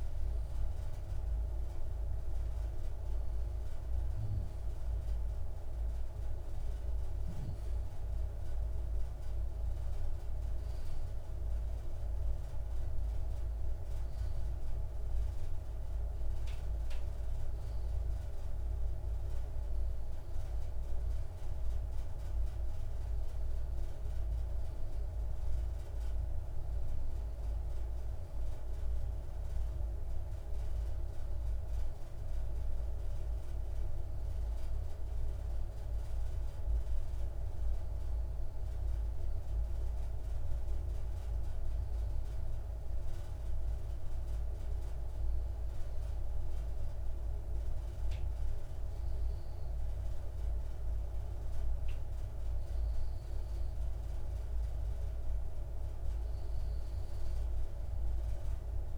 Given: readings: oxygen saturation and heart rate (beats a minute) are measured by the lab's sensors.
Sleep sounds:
breathing in sleep, hard to hear, by a room microphone; none
0.00-3.50 s: arousal
28.50-58.98 s: new sleep stage, N2 (light sleep)
From the record:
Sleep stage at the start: N1 (lightest sleep); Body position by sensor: on the left side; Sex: male

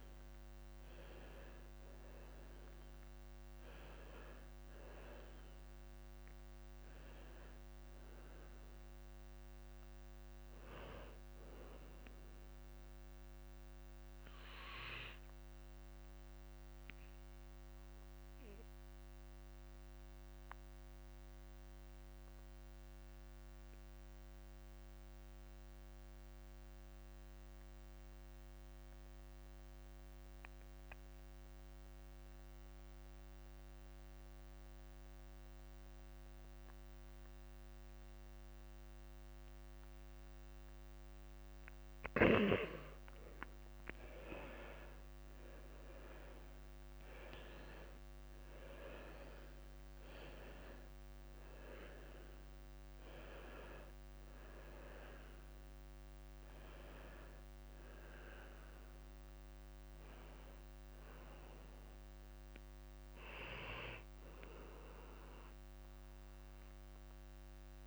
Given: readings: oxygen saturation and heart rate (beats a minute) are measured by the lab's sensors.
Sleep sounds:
breathing in sleep by a microphone on the trachea; 1
0.00-30.00 s: oxygen desaturation (device-marked, oxygen 82% lowest)
12.50-41.00 s: mixed apnea (oxygen 91% before, 82% lowest, heart rate 48 before, 48 extreme, up 16 after)
18.50-20.50 s: long interval between heartbeats (device-marked, heart rate 53 before, 61 extreme)
24.00-26.00 s: long interval between heartbeats (device-marked, heart rate 60 before, 79 extreme)
26.50-28.50 s: long interval between heartbeats (device-marked, heart rate 63 before, 74 extreme)
31.00-33.00 s: long interval between heartbeats (device-marked, heart rate 67 before, 69 extreme)
34.50-36.50 s: long interval between heartbeats (device-marked, heart rate 70 before, 78 extreme)
39.00-41.00 s: long interval between heartbeats (device-marked, heart rate 78 before, 88 extreme)
42.00-44.00 s: long interval between heartbeats (device-marked, heart rate 81 before, 84 extreme)
43.50-48.00 s: arousal
44.00-67.87 s: oxygen desaturation (device-marked, oxygen 98% before, 88% lowest, heart rate 81 before, 48 extreme)
46.50-48.50 s: long interval between heartbeats (device-marked, heart rate 80 before, 75 extreme)
51.50-53.50 s: long interval between heartbeats (device-marked, heart rate 79 before, 48 extreme)
From the record:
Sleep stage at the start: N2 (light sleep); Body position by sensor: on the left side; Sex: male

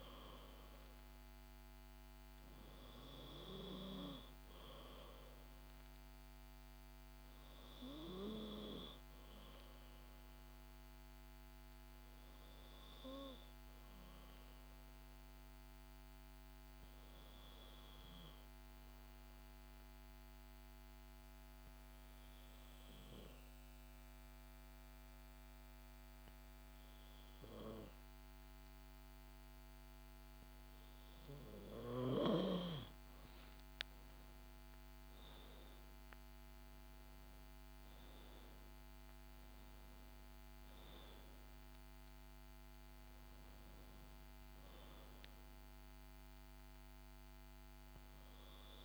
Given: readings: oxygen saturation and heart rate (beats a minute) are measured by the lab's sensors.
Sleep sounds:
breathing in sleep by a microphone on the trachea; 1
13.00-32.50 s: obstructive apnea (oxygen 94% before, 90% lowest, heart rate 60 before, 52 extreme, up 11 after)
36.00-41.00 s: arousal
From the record:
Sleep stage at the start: N2 (light sleep); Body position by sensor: on the back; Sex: female

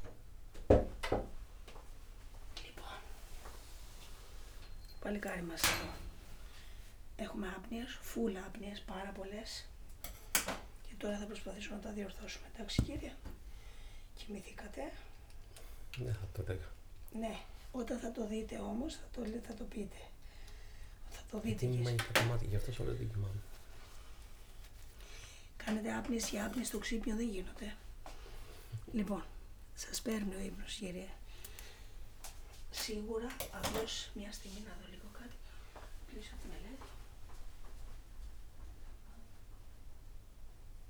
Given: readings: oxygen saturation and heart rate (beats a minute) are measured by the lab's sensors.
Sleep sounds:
a person awake in a sleep study, by a room microphone; none
9.00-15.00 s: tachycardia (device-marked, heart rate 82 before, 104 extreme)
From the record:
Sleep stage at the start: awake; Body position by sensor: on the back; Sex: male

